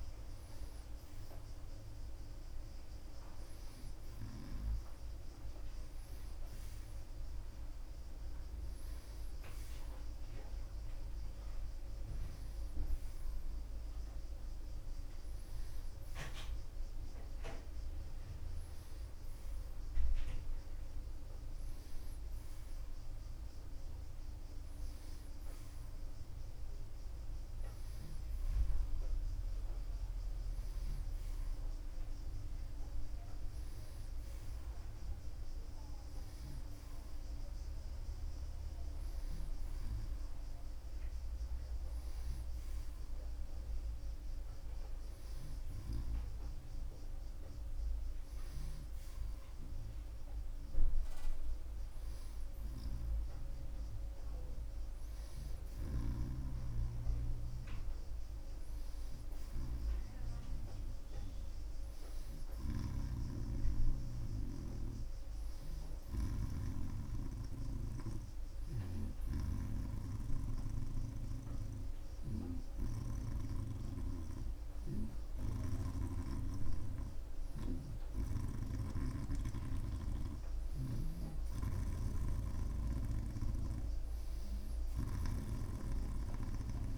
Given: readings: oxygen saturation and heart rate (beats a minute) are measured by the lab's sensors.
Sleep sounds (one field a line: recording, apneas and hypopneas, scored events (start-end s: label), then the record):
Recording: breathing in sleep by a room microphone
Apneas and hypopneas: none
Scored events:
56.00-67.00 s: snoring (device-marked)
69.00-86.98 s: snoring (device-marked)
From the record:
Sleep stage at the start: N1 (lightest sleep)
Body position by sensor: on the right side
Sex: male